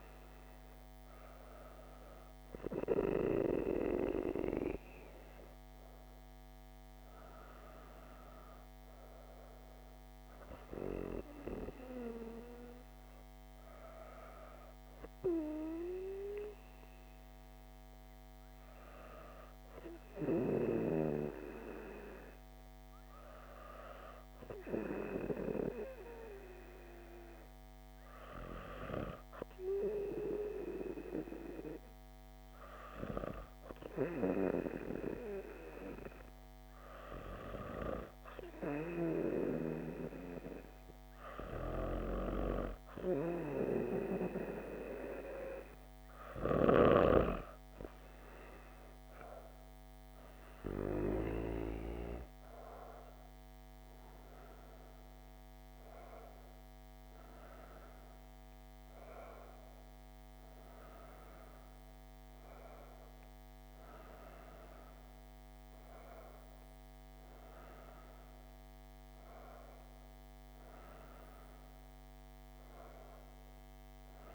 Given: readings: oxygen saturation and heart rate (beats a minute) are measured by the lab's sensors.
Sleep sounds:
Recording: breathing in sleep by a microphone on the trachea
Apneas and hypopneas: 1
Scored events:
19.00-43.50 s: hypopnea (oxygen 98% before, 96% lowest, heart rate 59 before, 66 extreme)
46.50-50.50 s: arousal
53.00-74.35 s: new sleep stage, REM sleep
From the record:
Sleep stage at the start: N2 (light sleep)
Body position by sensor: on the back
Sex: female

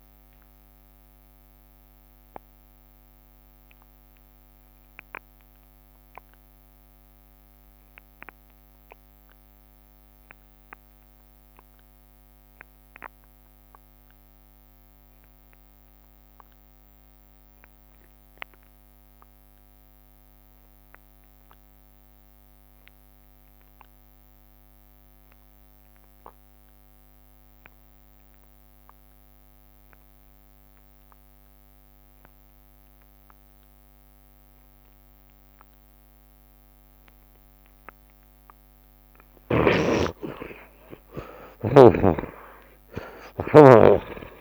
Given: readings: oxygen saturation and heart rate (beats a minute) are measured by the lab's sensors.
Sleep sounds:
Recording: breathing in sleep by a microphone on the trachea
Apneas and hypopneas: 1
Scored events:
0.00-1.00 s: long interval between heartbeats (device-marked, heart rate 45 extreme)
0.00-7.50 s: bradycardia (device-marked, heart rate 29 extreme)
0.00-8.50 s: oxygen desaturation (device-marked, oxygen 50% lowest, heart rate 29 extreme)
2.50-4.50 s: long interval between heartbeats (device-marked, heart rate 55 before, 52 extreme)
5.00-7.00 s: long interval between heartbeats (device-marked, heart rate 53 before, 49 extreme)
8.50-38.00 s: obstructive apnea (oxygen 72% before, 51% lowest)
10.50-12.50 s: long interval between heartbeats (device-marked, heart rate 48 before, 59 extreme)
11.50-15.50 s: bradycardia (device-marked, heart rate 82 before, 56 extreme)
13.00-15.00 s: long interval between heartbeats (device-marked, heart rate 48 before, 66 extreme)
13.50-44.41 s: oxygen desaturation (device-marked, oxygen 85% before, 51% lowest)
19.50-26.50 s: bradycardia (device-marked, heart rate 82 before, 48 extreme)
21.00-23.00 s: long interval between heartbeats (device-marked, heart rate 58 before, 75 extreme)
25.50-27.50 s: long interval between heartbeats (device-marked, heart rate 60 before, 38 extreme)
30.00-32.00 s: long interval between heartbeats (device-marked, heart rate 58 before, 60 extreme)
30.50-37.50 s: bradycardia (device-marked, heart rate 82 before, 52 extreme)
32.50-34.50 s: long interval between heartbeats (device-marked, heart rate 58 before, 59 extreme)
35.50-37.50 s: long interval between heartbeats (device-marked, heart rate 57 before, 52 extreme)
38.00-40.00 s: long interval between heartbeats (device-marked, heart rate 57 before, 59 extreme)
39.50-44.41 s: arousal
40.50-42.50 s: long interval between heartbeats (device-marked, heart rate 57 before, 60 extreme)
41.50-44.41 s: bradycardia (device-marked)
42.00-44.41 s: snoring (device-marked)
From the record:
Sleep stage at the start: N2 (light sleep)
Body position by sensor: on the right side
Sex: male

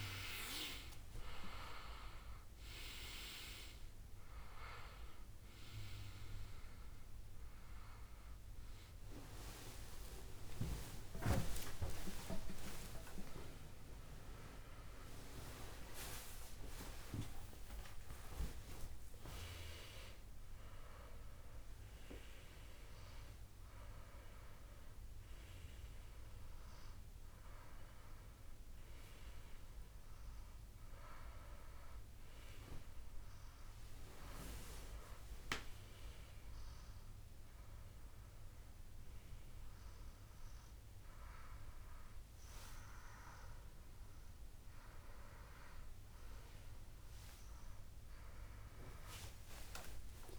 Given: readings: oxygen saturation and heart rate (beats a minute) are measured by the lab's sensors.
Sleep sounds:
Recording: a person awake in a sleep study, by a room microphone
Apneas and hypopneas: none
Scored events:
0.00-1.50 s: arousal
8.50-38.50 s: new sleep stage, awake
12.50-14.50 s: long interval between heartbeats (device-marked, heart rate 73 before, 96 extreme)
38.50-50.39 s: new sleep stage, N1 (lightest sleep)
From the record:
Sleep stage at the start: N2 (light sleep)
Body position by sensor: on the back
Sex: male

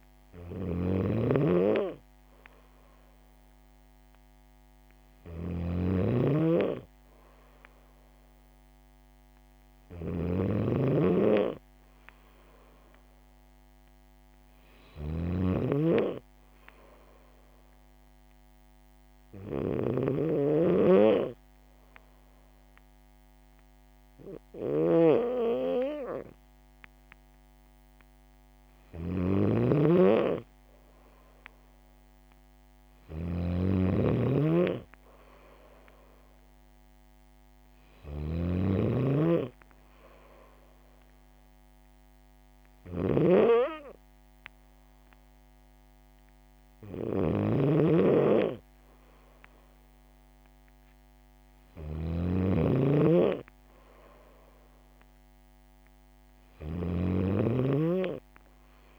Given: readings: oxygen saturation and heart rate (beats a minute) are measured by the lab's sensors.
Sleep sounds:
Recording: breathing in sleep by a microphone on the trachea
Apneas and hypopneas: none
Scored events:
0.00-58.99 s: snoring (device-marked)
From the record:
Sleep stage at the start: N2 (light sleep)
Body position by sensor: on the back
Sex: female

